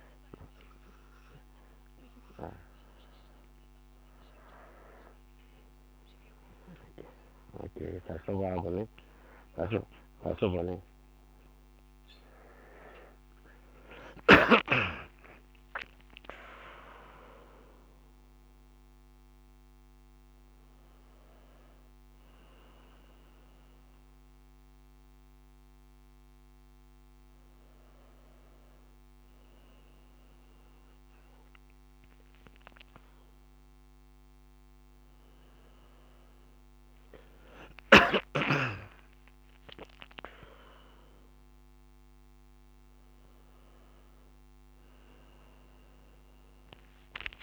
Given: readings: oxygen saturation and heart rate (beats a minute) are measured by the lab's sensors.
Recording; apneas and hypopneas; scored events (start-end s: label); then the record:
a person awake in a sleep study, by a microphone on the trachea; none
6.00-9.00 s: tachycardia (device-marked, heart rate 40 before, 76 extreme)
9.50-14.00 s: snoring (device-marked)
11.00-13.00 s: tachycardia (device-marked, heart rate 42 before, 102 extreme)
44.00-47.43 s: new sleep stage, N1 (lightest sleep)
From the record:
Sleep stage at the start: awake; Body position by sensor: on the back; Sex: male